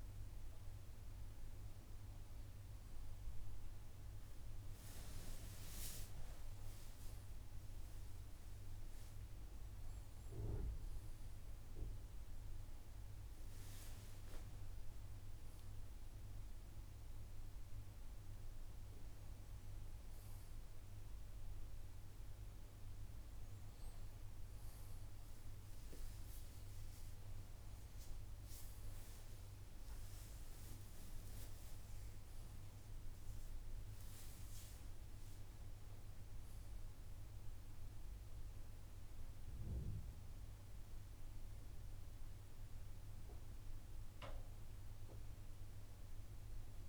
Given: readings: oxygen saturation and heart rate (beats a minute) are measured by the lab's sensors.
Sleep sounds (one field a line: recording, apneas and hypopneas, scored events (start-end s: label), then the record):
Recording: breathing in sleep, hard to hear, by a room microphone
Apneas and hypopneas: none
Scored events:
5.50-17.50 s: oxygen desaturation (device-marked, oxygen 95% before, 90% lowest, heart rate 83 before, 77 extreme)
From the record:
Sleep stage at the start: N1 (lightest sleep)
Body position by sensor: on the left side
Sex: male